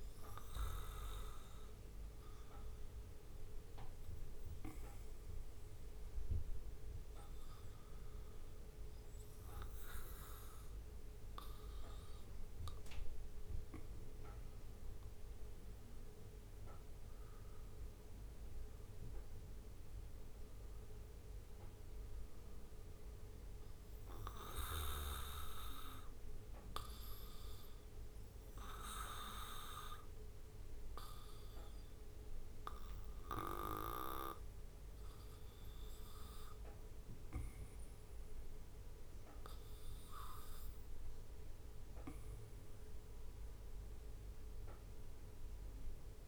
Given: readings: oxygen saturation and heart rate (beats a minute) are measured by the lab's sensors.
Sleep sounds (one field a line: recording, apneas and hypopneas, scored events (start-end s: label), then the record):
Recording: breathing in sleep by a room microphone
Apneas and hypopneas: none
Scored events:
none scored
From the record:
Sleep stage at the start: N2 (light sleep)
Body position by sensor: on the back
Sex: male